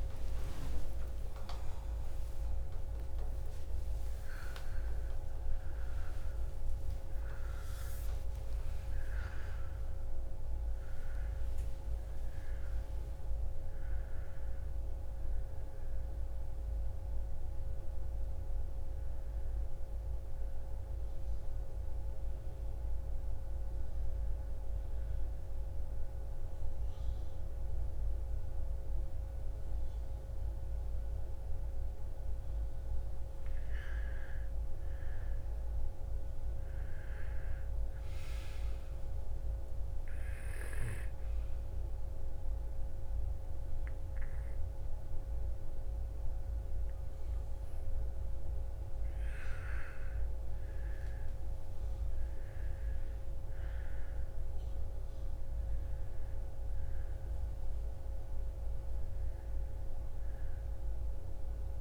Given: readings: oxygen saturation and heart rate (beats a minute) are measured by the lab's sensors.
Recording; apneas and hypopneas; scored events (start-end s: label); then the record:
a person partly awake in a sleep study, hard to hear, by a room microphone; 1
23.00-34.00 s: hypopnea (oxygen 98% before, 90% lowest, heart rate 77 before, 58 extreme, up 11 after)
23.50-61.81 s: new sleep stage, N2 (light sleep)
35.50-39.50 s: arousal
39.50-53.50 s: oxygen desaturation (device-marked, oxygen 98% before, 91% lowest, heart rate 62 before, 55 extreme)
60.50-61.81 s: oxygen desaturation (device-marked, oxygen 97% before, 90% lowest, heart rate 64 before, 55 extreme)
From the record:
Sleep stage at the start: awake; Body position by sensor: on the right side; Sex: female